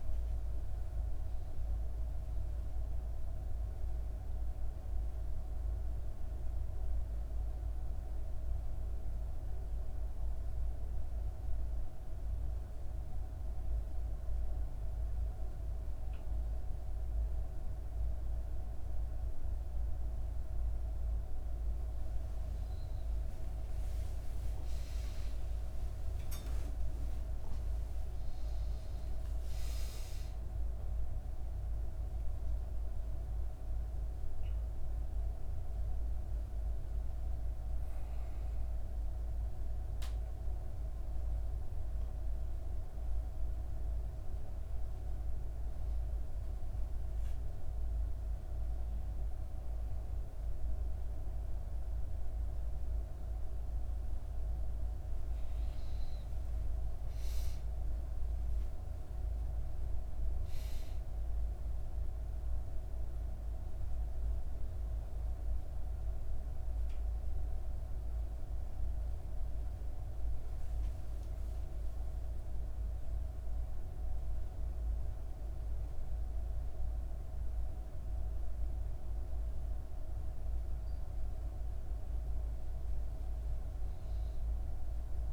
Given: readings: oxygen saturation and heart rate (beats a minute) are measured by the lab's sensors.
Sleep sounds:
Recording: breathing in sleep, hard to hear, by a room microphone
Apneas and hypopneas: 3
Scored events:
4.00-19.50 s: hypopnea (oxygen 97% before, 93% lowest, heart rate 67 before, 63 extreme, up 6 after)
23.00-26.50 s: arousal
24.00-43.00 s: oxygen desaturation (device-marked, oxygen 97% before, 93% lowest, heart rate 67 before, 66 extreme)
37.50-53.50 s: hypopnea (oxygen 97% before, 93% lowest, heart rate 69 before, 64 extreme, up 3 after)
55.50-58.50 s: arousal
63.00-77.00 s: hypopnea (oxygen 98% before, 93% lowest, heart rate 67 before, 62 extreme, up 5 after)
83.50-85.33 s: arousal
From the record:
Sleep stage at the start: N1 (lightest sleep)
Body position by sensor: on the back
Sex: female

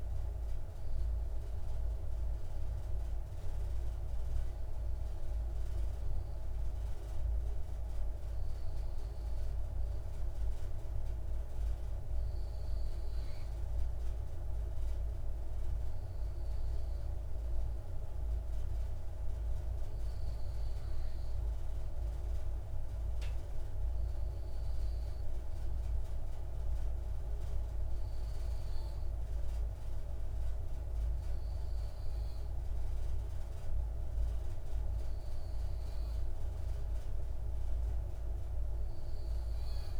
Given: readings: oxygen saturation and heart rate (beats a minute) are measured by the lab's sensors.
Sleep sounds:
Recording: breathing in sleep, hard to hear, by a room microphone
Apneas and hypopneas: none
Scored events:
none scored
From the record:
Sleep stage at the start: N2 (light sleep)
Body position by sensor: on the left side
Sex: male

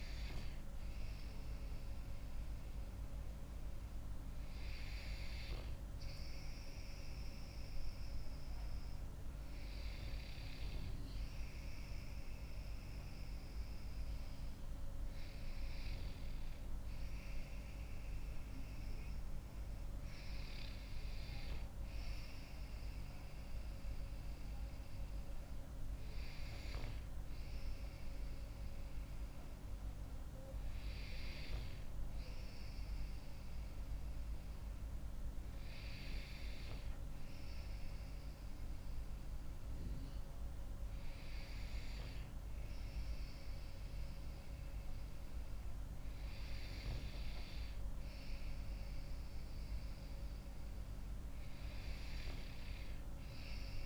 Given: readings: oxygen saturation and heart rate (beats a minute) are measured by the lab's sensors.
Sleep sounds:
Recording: breathing in sleep, hard to hear, by a room microphone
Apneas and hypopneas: none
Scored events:
none scored
From the record:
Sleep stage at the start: N2 (light sleep)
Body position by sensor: on the back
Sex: female

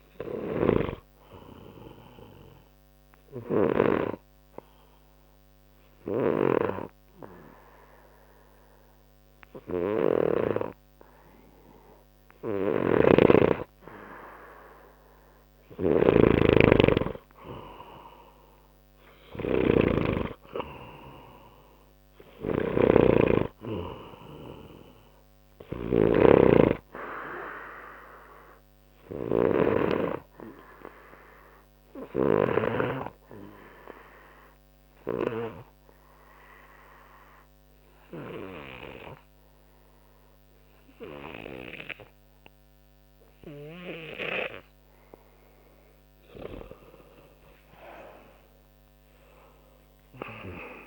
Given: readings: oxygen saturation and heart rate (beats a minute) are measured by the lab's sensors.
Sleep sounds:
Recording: breathing in sleep by a microphone on the trachea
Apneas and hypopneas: 2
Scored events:
2.50-15.50 s: obstructive apnea (oxygen 93% before, 89% lowest, heart rate 64 before, 61 extreme, up 3 after)
12.50-33.00 s: snoring (device-marked)
18.00-21.50 s: arousal
25.00-42.00 s: oxygen desaturation (device-marked, oxygen 95% before, 90% lowest, heart rate 62 before, 61 extreme)
30.00-46.50 s: obstructive apnea (oxygen 95% before, 89% lowest, heart rate 63 before, 60 extreme, up 12 after)
47.50-50.87 s: arousal
From the record:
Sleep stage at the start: N2 (light sleep)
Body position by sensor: on the back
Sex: male

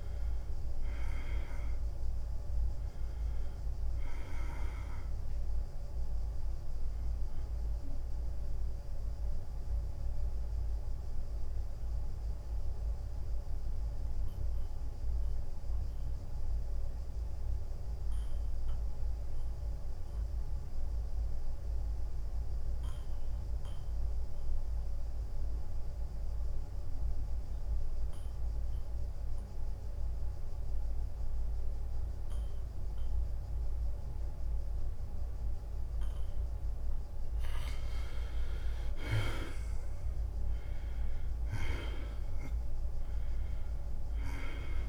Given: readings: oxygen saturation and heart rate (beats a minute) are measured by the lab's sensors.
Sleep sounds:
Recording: breathing in sleep by a room microphone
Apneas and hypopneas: 1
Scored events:
0.00-4.00 s: oxygen desaturation (device-marked, oxygen 93% lowest, heart rate 83 extreme)
0.00-11.00 s: drop in pulse transit time (device-marked, heart rate 88 extreme)
8.50-38.00 s: mixed apnea (oxygen 98% before, 82% lowest, heart rate 89 before, 83 extreme, up 7 after)
19.00-26.00 s: oxygen desaturation (device-marked, oxygen 94% before, 83% lowest, heart rate 88 before, 83 extreme)
39.00-44.88 s: drop in pulse transit time (device-marked, heart rate 86 before, 85 extreme)
39.50-43.50 s: arousal
43.00-44.88 s: oxygen desaturation (device-marked, oxygen 97% before, 93% lowest, heart rate 86 before, 83 extreme)
From the record:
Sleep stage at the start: N2 (light sleep)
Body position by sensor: on the back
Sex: male

